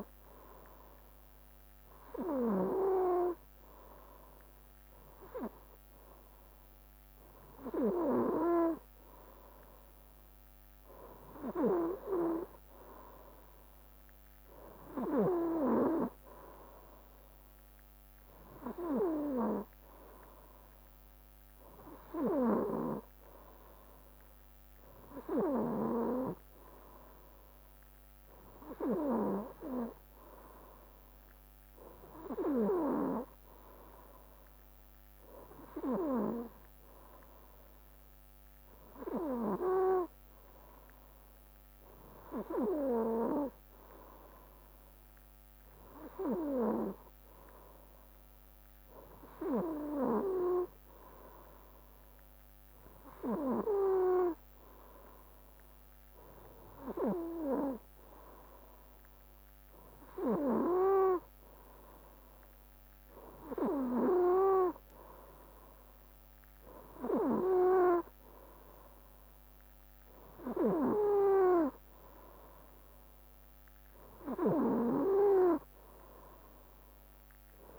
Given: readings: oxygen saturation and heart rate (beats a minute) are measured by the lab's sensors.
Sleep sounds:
breathing in sleep by a microphone on the trachea; none
none scored
From the record:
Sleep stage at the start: N3 (deep sleep); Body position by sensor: on the right side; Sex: male

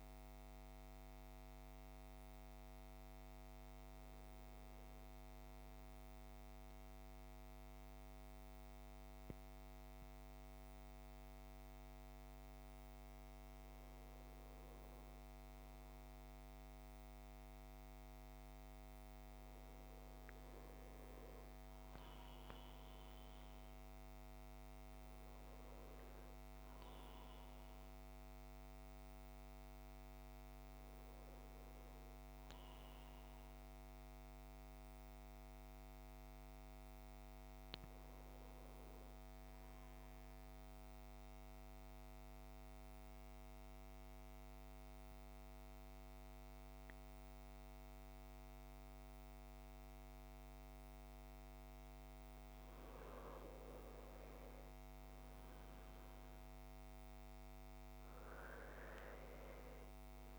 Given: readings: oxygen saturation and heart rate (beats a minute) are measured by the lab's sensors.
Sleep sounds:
breathing in sleep, hard to hear, by a microphone on the trachea; 1
0.00-3.00 s: oxygen desaturation (device-marked, oxygen 96% before, 92% lowest, heart rate 63 before, 62 extreme)
22.50-26.00 s: arousal
30.00-60.39 s: new sleep stage, N2 (light sleep)
40.50-52.50 s: central apnea (oxygen 98% before, 91% lowest, heart rate 65 before, 57 extreme, up 3 after)
53.00-60.39 s: oxygen desaturation (device-marked, oxygen 97% before, 91% lowest, heart rate 60 before, 57 extreme)
54.00-57.50 s: arousal
From the record:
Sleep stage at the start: N1 (lightest sleep); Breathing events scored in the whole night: 528 in 6.7 hours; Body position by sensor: on the right side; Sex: male

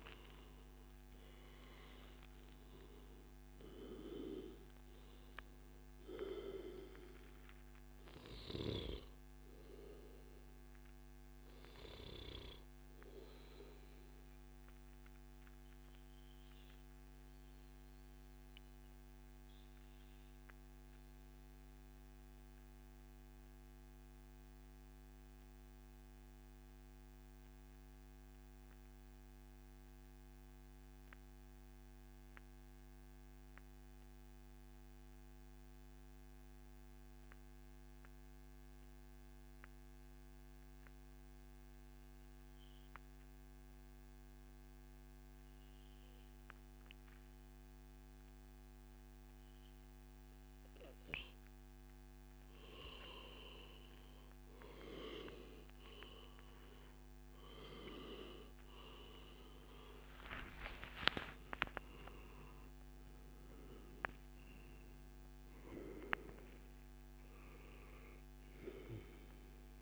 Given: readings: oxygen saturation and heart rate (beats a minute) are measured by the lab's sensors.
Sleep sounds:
breathing in sleep by a microphone on the trachea; 1
13.50-51.50 s: mixed apnea (oxygen 96% before, 90% lowest, heart rate 136 before, 85 extreme, up 51 after)
23.50-25.50 s: long interval between heartbeats (device-marked, heart rate 142 before, 126 extreme)
40.00-42.00 s: long interval between heartbeats (device-marked, heart rate 108 before, 89 extreme)
42.50-44.50 s: long interval between heartbeats (device-marked, heart rate 103 before, 92 extreme)
46.00-69.82 s: oxygen desaturation (device-marked, oxygen 99% before, 90% lowest, heart rate 96 before, 125 extreme)
53.00-56.50 s: arousal
From the record:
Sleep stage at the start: REM sleep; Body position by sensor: on the back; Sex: male

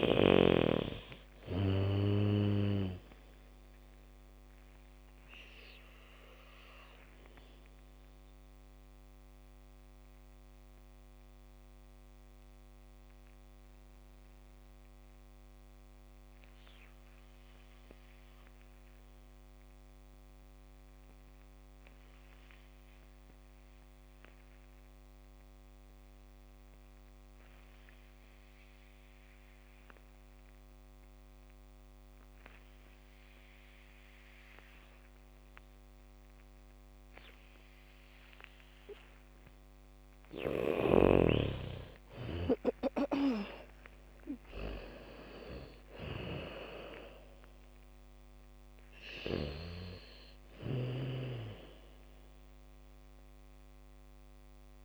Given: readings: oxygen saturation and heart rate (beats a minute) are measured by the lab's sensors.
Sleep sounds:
breathing in sleep by a microphone on the trachea; 1
0.00-1.00 s: arousal
0.00-22.00 s: oxygen desaturation (device-marked, oxygen 76% lowest, heart rate 52 extreme)
6.50-41.00 s: mixed apnea (oxygen 95% before, 76% lowest, heart rate 62 before, 52 extreme, up 16 after)
29.00-43.00 s: bradycardia (device-marked, heart rate 69 before, 55 extreme)
32.00-54.85 s: oxygen desaturation (device-marked, oxygen 98% before, 77% lowest, heart rate 76 before, 51 extreme)
42.00-46.00 s: arousal
From the record:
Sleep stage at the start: N2 (light sleep); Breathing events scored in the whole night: 246 in 3.3 hours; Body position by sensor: on the back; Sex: female

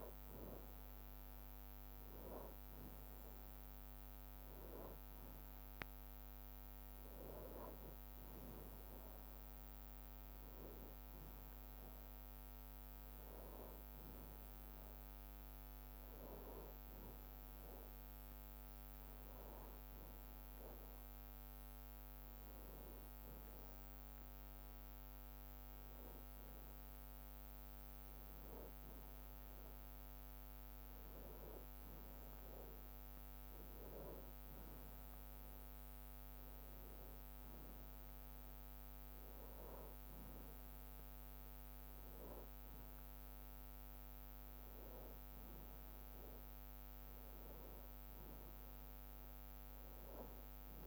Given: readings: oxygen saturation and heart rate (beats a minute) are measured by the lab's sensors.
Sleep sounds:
a person partly awake in a sleep study, by a microphone on the trachea; none
0.50-50.87 s: new sleep stage, N2 (light sleep)
From the record:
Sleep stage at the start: awake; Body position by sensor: on the back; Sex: male

